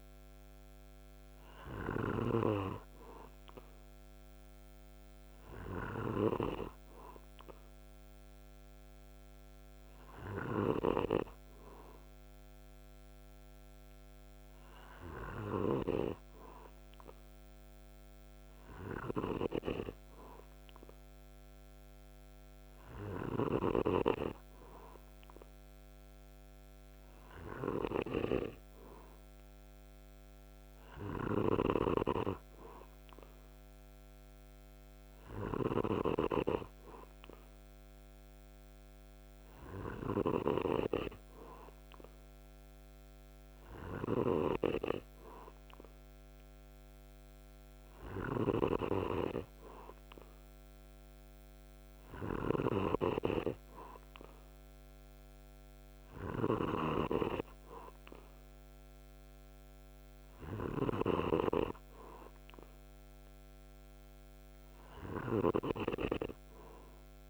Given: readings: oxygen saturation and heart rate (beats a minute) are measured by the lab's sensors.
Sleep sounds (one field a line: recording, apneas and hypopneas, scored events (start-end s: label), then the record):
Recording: breathing in sleep by a microphone on the trachea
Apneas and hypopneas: none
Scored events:
0.00-1.50 s: snoring (device-marked)
43.00-65.00 s: snoring (device-marked)
From the record:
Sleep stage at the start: N2 (light sleep)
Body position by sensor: on the back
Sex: male